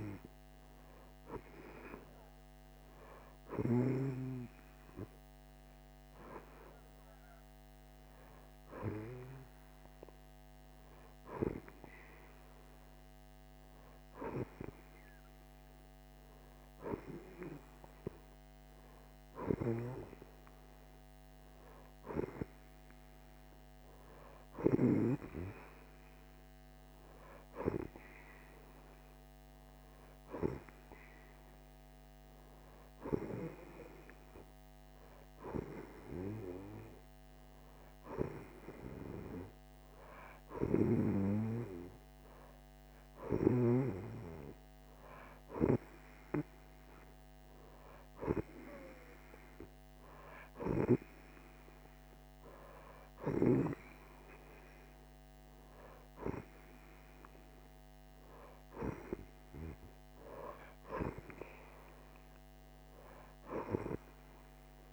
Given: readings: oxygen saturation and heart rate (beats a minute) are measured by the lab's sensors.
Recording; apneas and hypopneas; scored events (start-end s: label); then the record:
breathing in sleep by a microphone on the trachea; none
0.00-4.00 s: snoring (device-marked)
From the record:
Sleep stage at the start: N2 (light sleep); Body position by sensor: on the right side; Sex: female